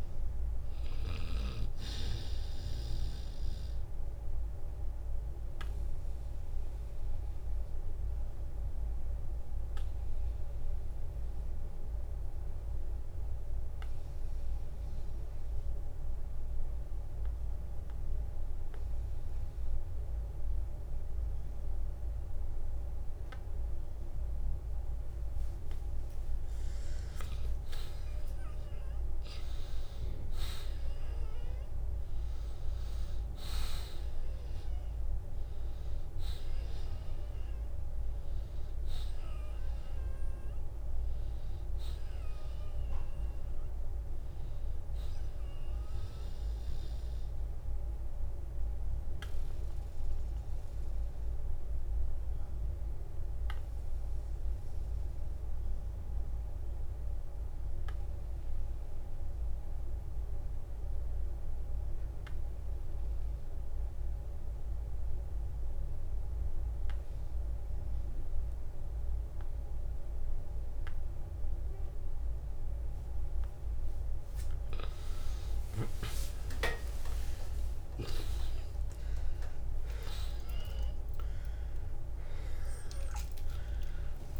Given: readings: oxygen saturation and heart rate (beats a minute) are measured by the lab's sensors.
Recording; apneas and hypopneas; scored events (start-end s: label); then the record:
breathing in sleep by a room microphone; 2
2.50-25.50 s: obstructive apnea (oxygen 95% before, 85% lowest, heart rate 55 before, 52 extreme, up 5 after)
8.00-25.00 s: oxygen desaturation (device-marked, oxygen 95% before, 87% lowest, heart rate 59 before, 52 extreme)
27.00-32.50 s: arousal
46.00-73.50 s: obstructive apnea (oxygen 95% before, 85% lowest, heart rate 58 before, 38 extreme, up 24 after)
46.50-48.50 s: long interval between heartbeats (device-marked, heart rate 58 before, 63 extreme)
59.00-70.00 s: oxygen desaturation (device-marked, oxygen 93% before, 85% lowest, heart rate 55 before, 42 extreme)
60.00-62.00 s: long interval between heartbeats (device-marked, heart rate 55 before, 62 extreme)
76.50-78.50 s: long interval between heartbeats (device-marked, heart rate 53 before, 59 extreme)
83.00-84.40 s: new sleep stage, awake
From the record:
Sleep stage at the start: N2 (light sleep); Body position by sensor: on the back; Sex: male